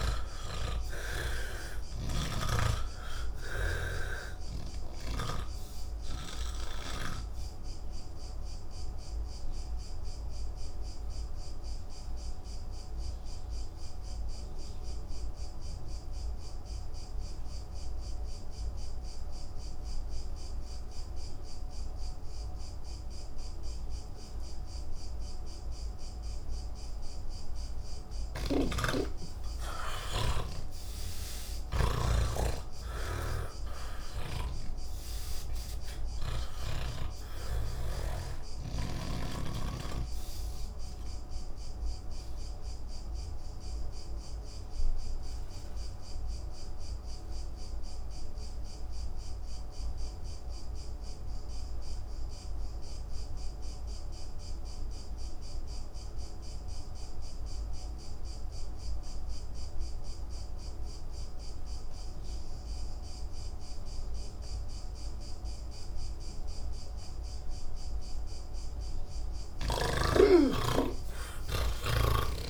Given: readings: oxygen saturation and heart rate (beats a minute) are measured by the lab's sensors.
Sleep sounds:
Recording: breathing in sleep by a room microphone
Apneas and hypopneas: 2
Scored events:
0.00-5.50 s: snoring (device-marked)
0.00-22.50 s: oxygen desaturation (device-marked, oxygen 78% lowest, heart rate 58 extreme)
8.00-26.50 s: obstructive apnea (oxygen 97% before, 78% lowest, heart rate 71 before, 58 extreme, up 52 after)
26.50-72.50 s: new sleep stage, N3 (deep sleep)
28.50-38.00 s: snoring (device-marked)
42.50-68.00 s: obstructive apnea (oxygen 98% before, 80% lowest)
43.50-54.50 s: oxygen desaturation (device-marked, oxygen 97% before, 83% lowest)
62.50-72.50 s: oxygen desaturation (device-marked, oxygen 98% before, 80% lowest)
From the record:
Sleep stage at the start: N1 (lightest sleep)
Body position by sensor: on the back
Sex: male

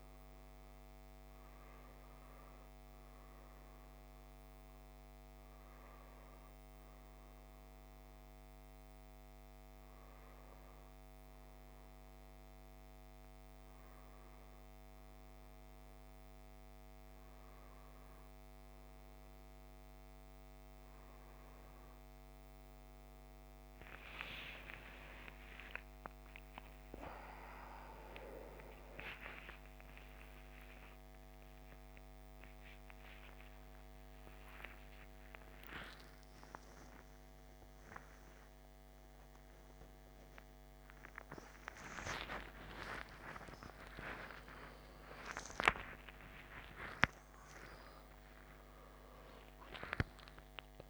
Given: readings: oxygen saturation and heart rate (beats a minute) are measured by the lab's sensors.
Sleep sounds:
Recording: a person awake in a sleep study, by a microphone on the trachea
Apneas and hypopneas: none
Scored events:
11.00-50.89 s: new sleep stage, awake
From the record:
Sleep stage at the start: N1 (lightest sleep)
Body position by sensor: on the back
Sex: male

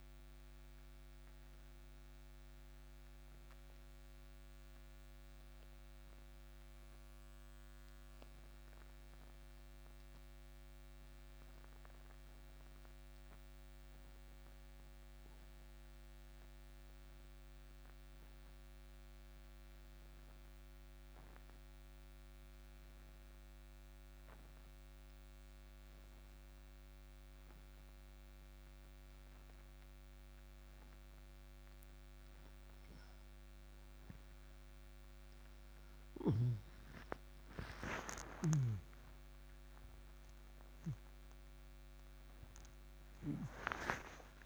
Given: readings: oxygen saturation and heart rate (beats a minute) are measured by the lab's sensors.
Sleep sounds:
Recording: breathing in sleep by a microphone on the trachea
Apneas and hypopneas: 1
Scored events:
0.00-21.50 s: oxygen desaturation (device-marked, oxygen 87% lowest, heart rate 56 extreme)
4.50-32.50 s: obstructive apnea (oxygen 96% before, 84% lowest, heart rate 62 before, 56 extreme, up 8 after)
36.50-44.46 s: oxygen desaturation (device-marked, oxygen 97% before, 84% lowest, heart rate 58 before, 57 extreme)
38.00-44.46 s: arousal
From the record:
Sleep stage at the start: N2 (light sleep)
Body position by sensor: on the right side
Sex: male

